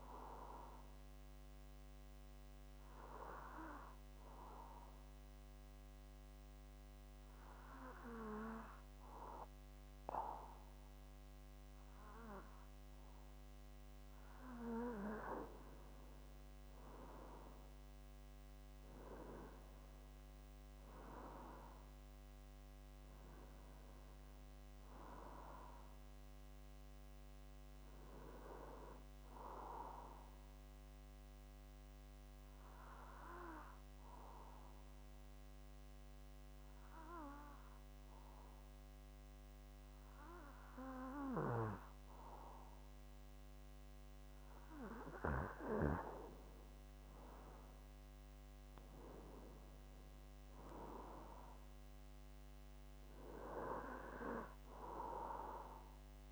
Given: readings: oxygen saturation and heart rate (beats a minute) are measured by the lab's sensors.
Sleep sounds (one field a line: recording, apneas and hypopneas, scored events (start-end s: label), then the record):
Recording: breathing in sleep by a microphone on the trachea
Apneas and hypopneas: 2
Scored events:
3.00-15.00 s: obstructive apnea (oxygen 96% before, 92% lowest)
22.50-26.00 s: arousal
23.00-40.00 s: oxygen desaturation (device-marked, oxygen 96% before, 92% lowest)
32.00-45.00 s: obstructive apnea (oxygen 96% before, 92% lowest)
45.50-49.50 s: arousal
51.00-56.32 s: oxygen desaturation (device-marked, oxygen 96% before, 92% lowest)
From the record:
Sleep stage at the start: N2 (light sleep)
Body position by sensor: on the back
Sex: male